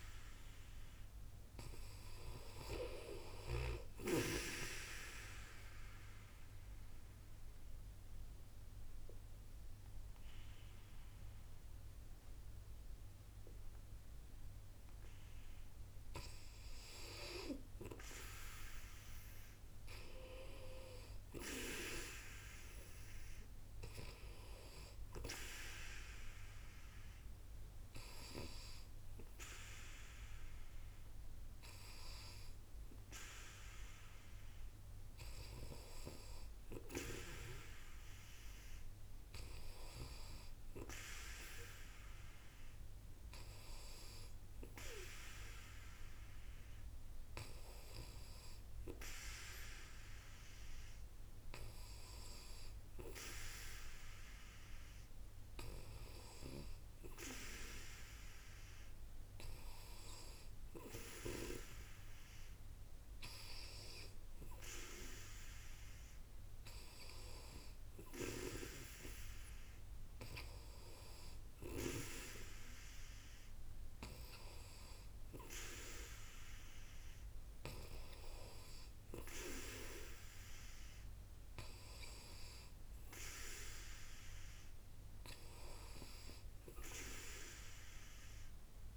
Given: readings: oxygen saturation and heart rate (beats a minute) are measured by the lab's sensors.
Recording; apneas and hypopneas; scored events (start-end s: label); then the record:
breathing in sleep by a room microphone; 1
4.00-16.50 s: obstructive apnea (oxygen 95% before, 92% lowest, heart rate 64 before, 61 extreme, up 10 after)
20.50-24.50 s: arousal
29.00-43.00 s: oxygen desaturation (device-marked, oxygen 96% before, 92% lowest, heart rate 65 before, 62 extreme)
From the record:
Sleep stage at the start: N2 (light sleep); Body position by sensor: on the back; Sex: female